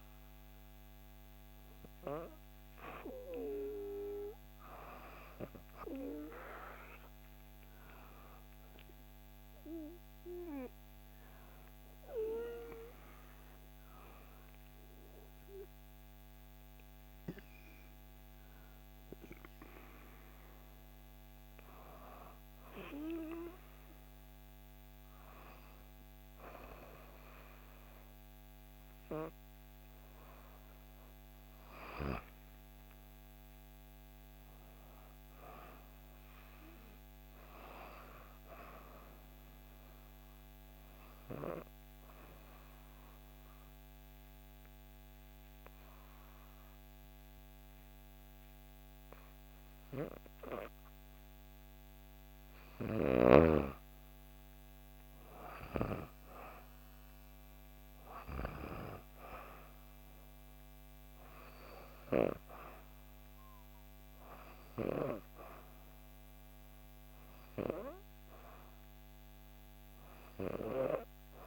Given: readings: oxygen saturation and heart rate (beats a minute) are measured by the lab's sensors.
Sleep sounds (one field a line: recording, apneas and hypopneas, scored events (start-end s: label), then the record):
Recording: breathing in sleep by a microphone on the trachea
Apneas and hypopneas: 1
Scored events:
32.50-36.50 s: arousal
40.00-52.00 s: obstructive apnea (oxygen 95% before, 92% lowest, heart rate 67 before, 65 extreme, up 2 after)
53.50-56.50 s: arousal
58.50-71.47 s: oxygen desaturation (device-marked, oxygen 95% before, 92% lowest, heart rate 67 before, 64 extreme)
From the record:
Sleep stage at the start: N2 (light sleep)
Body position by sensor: on the back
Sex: female